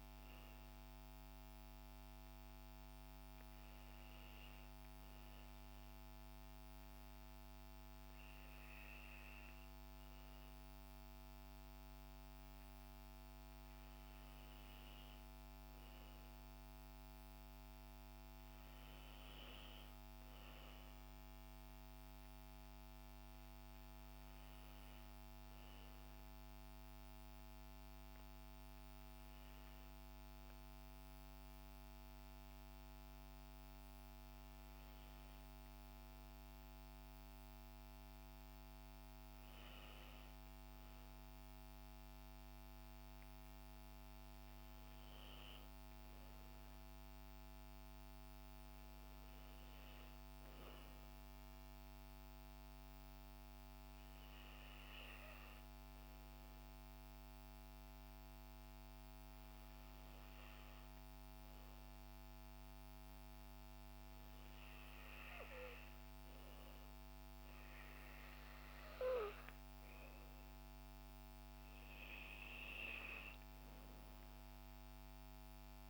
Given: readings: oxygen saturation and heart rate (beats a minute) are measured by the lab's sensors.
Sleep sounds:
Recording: breathing in sleep, hard to hear, by a microphone on the trachea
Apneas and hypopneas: 1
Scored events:
47.00-51.00 s: arousal
54.50-67.50 s: hypopnea (oxygen 94% before, 90% lowest, heart rate 66 before, 57 extreme, up 8 after)
69.00-75.90 s: oxygen desaturation (device-marked, oxygen 93% before, 90% lowest, heart rate 60 before, 57 extreme)
70.00-72.50 s: arousal
From the record:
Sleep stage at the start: N2 (light sleep)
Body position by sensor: on the back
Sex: female

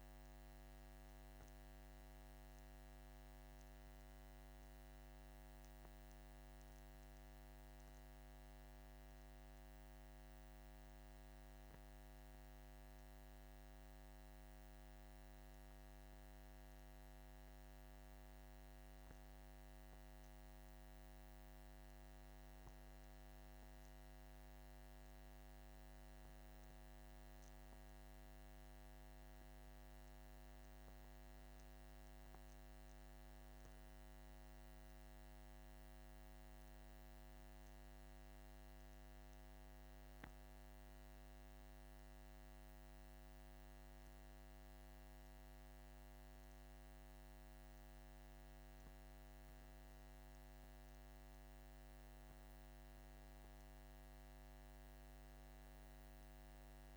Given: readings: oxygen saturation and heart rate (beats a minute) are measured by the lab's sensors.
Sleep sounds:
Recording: breathing in sleep, hard to hear, by a microphone on the trachea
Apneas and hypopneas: none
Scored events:
none scored
From the record:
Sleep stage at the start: N2 (light sleep)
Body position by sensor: on the back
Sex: male

